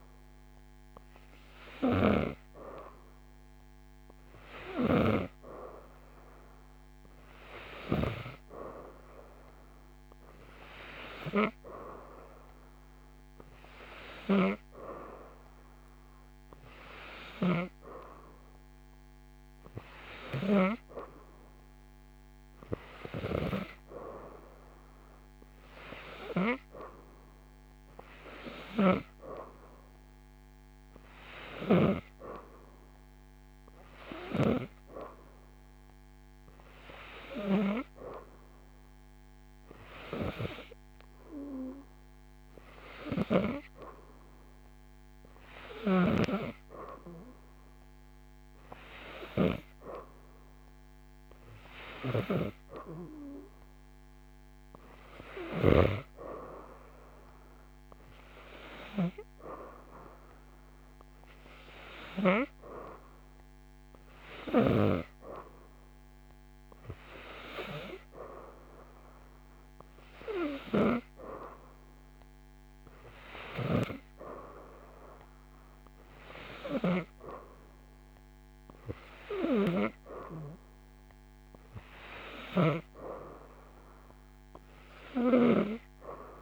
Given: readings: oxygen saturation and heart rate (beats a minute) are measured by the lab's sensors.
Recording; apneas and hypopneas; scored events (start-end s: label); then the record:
breathing in sleep by a microphone on the trachea; none
none scored
From the record:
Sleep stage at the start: N3 (deep sleep); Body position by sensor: upright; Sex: female